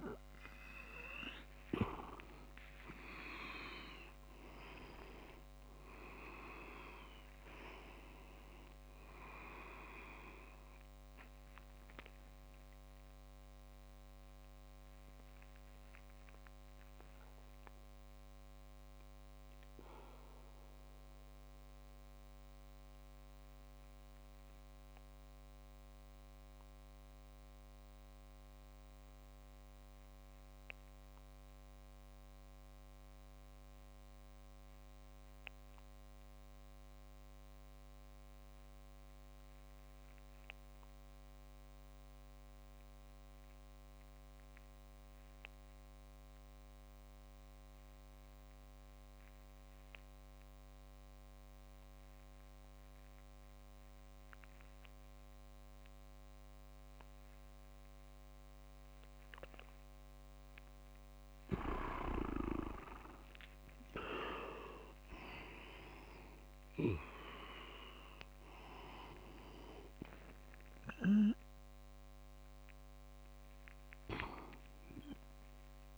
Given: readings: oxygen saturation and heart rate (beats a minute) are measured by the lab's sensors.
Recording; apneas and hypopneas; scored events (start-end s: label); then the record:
breathing in sleep by a microphone on the trachea; 1
0.00-17.00 s: oxygen desaturation (device-marked, oxygen 81% lowest)
2.50-9.00 s: leg movement (device-marked)
12.00-58.00 s: obstructive apnea (oxygen 98% before, 80% lowest)
25.00-37.00 s: oxygen desaturation (device-marked, oxygen 84% before, 80% lowest)
61.50-66.00 s: arousal
63.00-67.00 s: leg movement (device-marked)
65.00-75.97 s: oxygen desaturation (device-marked, oxygen 95% before, 86% lowest)
From the record:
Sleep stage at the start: N2 (light sleep); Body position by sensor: on the back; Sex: male